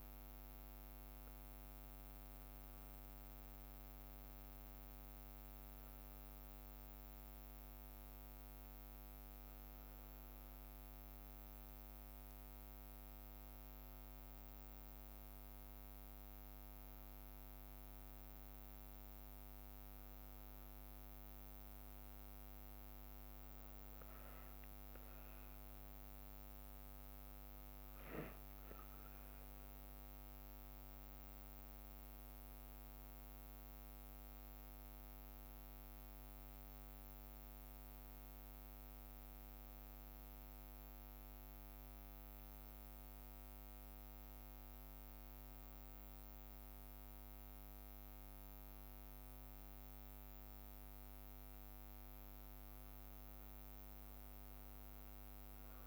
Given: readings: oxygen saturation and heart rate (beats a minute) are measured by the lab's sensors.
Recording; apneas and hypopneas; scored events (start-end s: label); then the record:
a person partly awake in a sleep study, hard to hear, by a microphone on the trachea; 1
5.50-9.50 s: bradycardia (device-marked, heart rate 63 before, 59 extreme)
9.50-55.87 s: new sleep stage, N1 (lightest sleep)
10.50-12.50 s: bradycardia (device-marked, heart rate 63 before, 59 extreme)
14.50-21.50 s: bradycardia (device-marked, heart rate 63 before, 59 extreme)
34.50-37.00 s: leg movement (device-marked)
38.50-51.00 s: hypopnea (oxygen 96% before, 95% lowest, heart rate 61 before, 58 extreme, up 2 after)
46.50-53.50 s: bradycardia (device-marked, heart rate 63 before, 58 extreme)
54.00-55.87 s: arousal
From the record:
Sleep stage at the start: awake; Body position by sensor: on the back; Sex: male